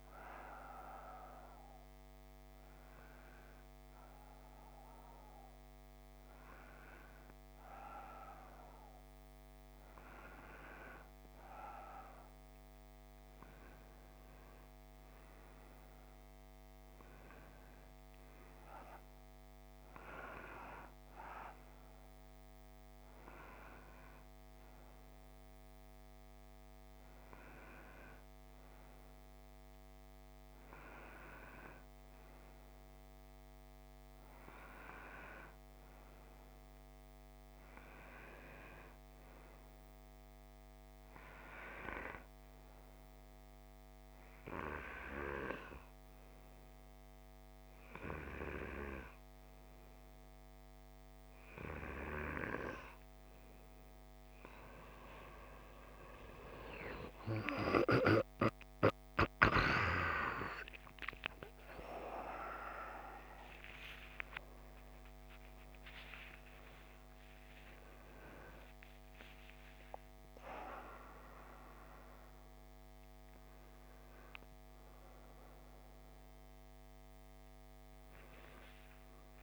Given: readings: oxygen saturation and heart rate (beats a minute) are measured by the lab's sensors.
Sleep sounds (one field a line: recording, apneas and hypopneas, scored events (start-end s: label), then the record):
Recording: breathing in sleep by a microphone on the trachea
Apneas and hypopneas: 1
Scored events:
33.50-37.00 s: arousal
41.00-54.00 s: hypopnea (oxygen 95% before, 90% lowest, heart rate 56 before, 56 extreme, up 37 after)
60.00-66.00 s: arousal
From the record:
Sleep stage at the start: N2 (light sleep)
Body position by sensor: on the back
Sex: male